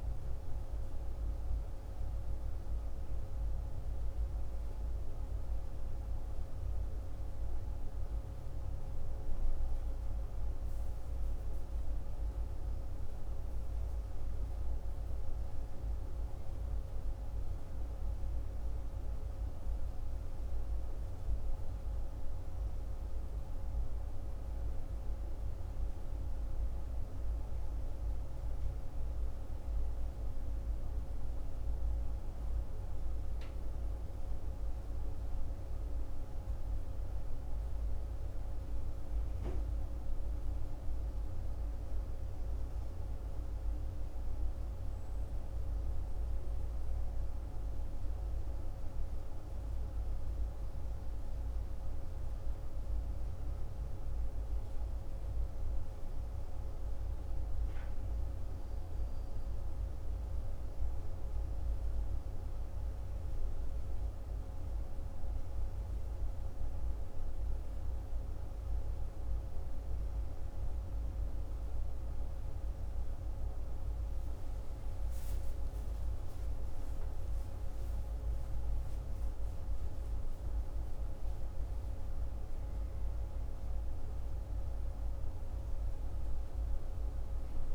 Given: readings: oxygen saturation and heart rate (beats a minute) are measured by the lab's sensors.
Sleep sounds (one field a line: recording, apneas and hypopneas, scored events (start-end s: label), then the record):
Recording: breathing in sleep, hard to hear, by a room microphone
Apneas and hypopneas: none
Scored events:
77.50-81.00 s: arousal
From the record:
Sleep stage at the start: N1 (lightest sleep)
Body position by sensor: on the left side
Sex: male